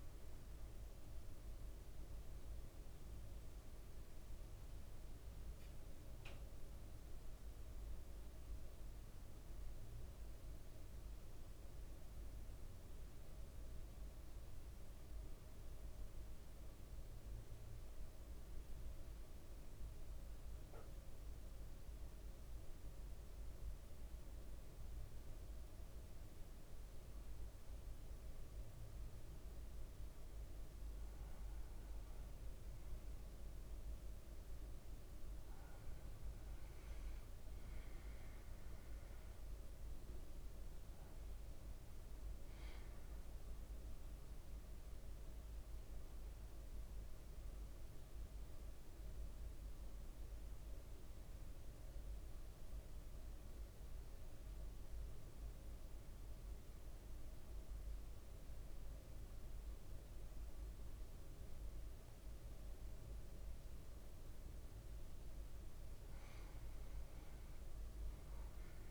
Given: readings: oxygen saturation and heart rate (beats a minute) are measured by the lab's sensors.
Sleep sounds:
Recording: breathing in sleep, hard to hear, by a room microphone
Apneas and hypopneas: 2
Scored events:
0.00-2.00 s: arousal
9.00-30.50 s: mixed apnea (oxygen 100% before, 96% lowest, heart rate 57 before, 56 extreme, up 1 after)
32.50-37.50 s: arousal
35.50-60.50 s: oxygen desaturation (device-marked, oxygen 99% before, 96% lowest, heart rate 58 before, 56 extreme)
48.00-62.00 s: central apnea (oxygen 100% before, 96% lowest, heart rate 59 before, 56 extreme, up 4 after)
From the record:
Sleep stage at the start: N1 (lightest sleep)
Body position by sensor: on the back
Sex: male

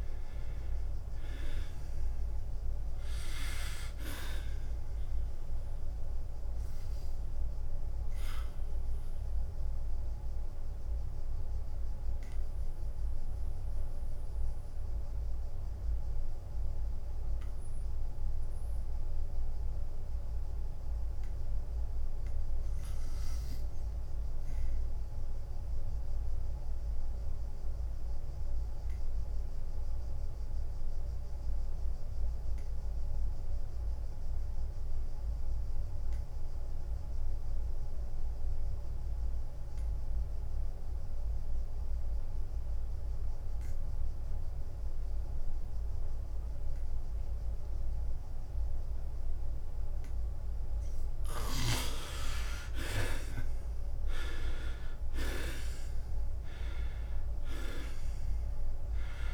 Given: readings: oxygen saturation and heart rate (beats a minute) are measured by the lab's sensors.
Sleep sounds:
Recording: breathing in sleep by a room microphone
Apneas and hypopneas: 1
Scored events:
0.00-7.00 s: drop in pulse transit time (device-marked, heart rate 86 extreme)
8.00-50.50 s: obstructive apnea (oxygen 96% before, 74% lowest, heart rate 88 before, 82 extreme, up 8 after)
21.00-33.00 s: oxygen desaturation (device-marked, oxygen 97% before, 78% lowest, heart rate 90 before, 82 extreme)
36.00-38.00 s: long interval between heartbeats (device-marked, heart rate 87 before, 83 extreme)
53.00-59.34 s: drop in pulse transit time (device-marked, heart rate 85 before, 87 extreme)
54.50-58.50 s: arousal
From the record:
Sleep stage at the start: N2 (light sleep)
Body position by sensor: on the back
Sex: male

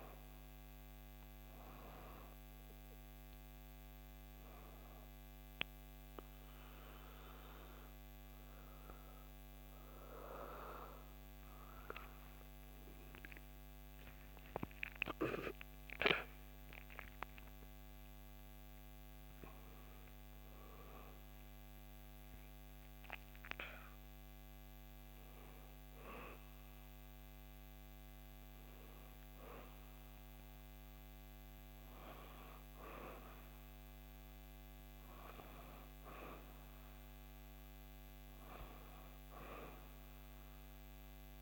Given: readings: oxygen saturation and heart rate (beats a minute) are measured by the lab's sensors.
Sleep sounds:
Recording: breathing in sleep by a microphone on the trachea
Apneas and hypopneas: none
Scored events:
0.00-3.00 s: arousal
From the record:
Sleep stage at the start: N2 (light sleep)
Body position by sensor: on the back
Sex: female

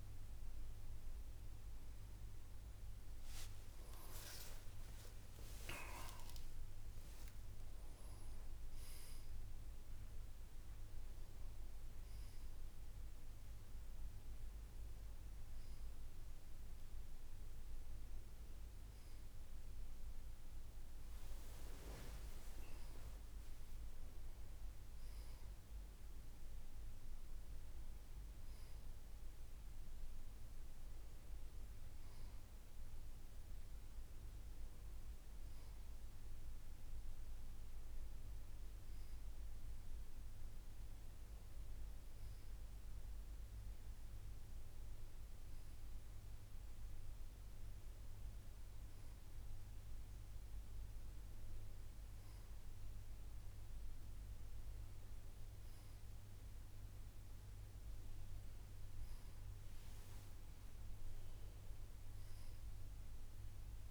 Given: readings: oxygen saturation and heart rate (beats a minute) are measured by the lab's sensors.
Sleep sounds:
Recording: breathing in sleep, hard to hear, by a room microphone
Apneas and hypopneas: none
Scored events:
8.50-63.91 s: new sleep stage, N2 (light sleep)
From the record:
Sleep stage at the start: N1 (lightest sleep)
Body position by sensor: on the back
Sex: male

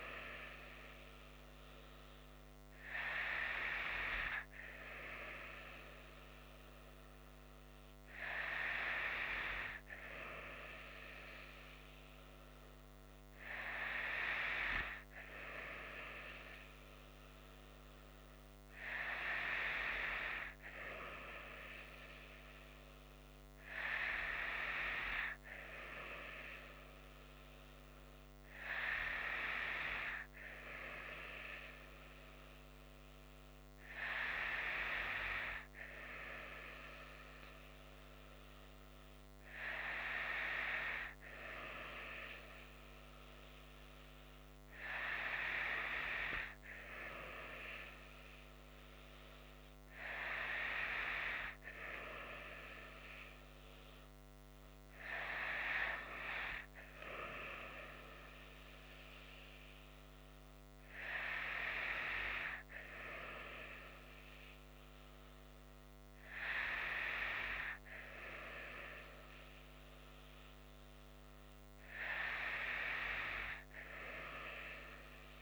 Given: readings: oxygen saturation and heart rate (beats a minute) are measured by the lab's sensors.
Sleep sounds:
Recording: breathing in sleep by a microphone on the trachea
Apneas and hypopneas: none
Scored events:
none scored
From the record:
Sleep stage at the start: N2 (light sleep)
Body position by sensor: on the right side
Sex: female

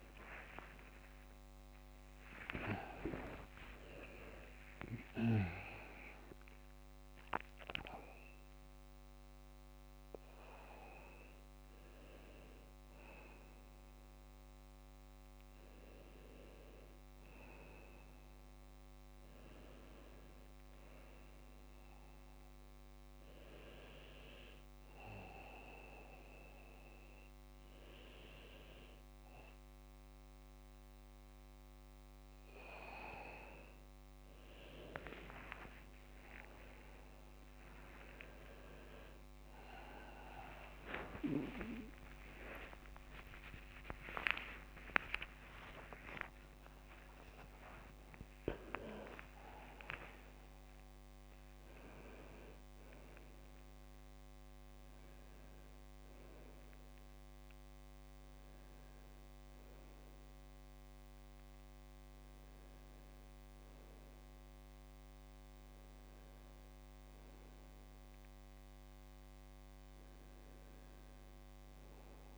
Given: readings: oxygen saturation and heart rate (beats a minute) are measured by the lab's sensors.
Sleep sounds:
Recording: a person awake in a sleep study, by a microphone on the trachea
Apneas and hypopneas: none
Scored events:
none scored
From the record:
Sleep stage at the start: awake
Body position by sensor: on the back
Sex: male

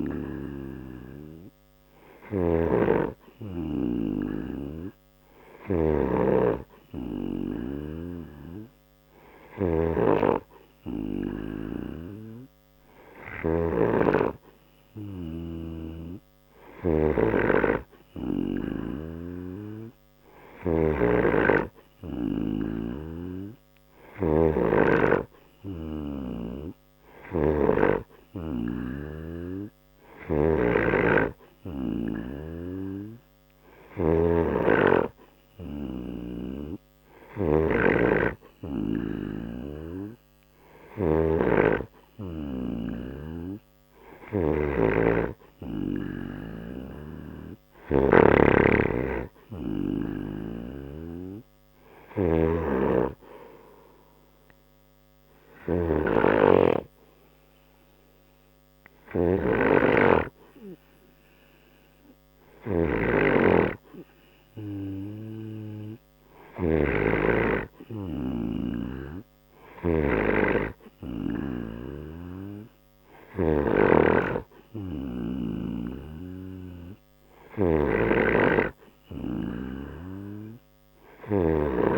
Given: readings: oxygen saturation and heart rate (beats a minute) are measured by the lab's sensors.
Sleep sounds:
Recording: breathing in sleep by a microphone on the trachea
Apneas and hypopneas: none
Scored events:
2.00-81.98 s: snoring (device-marked)
From the record:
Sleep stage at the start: N2 (light sleep)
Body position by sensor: on the right side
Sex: male

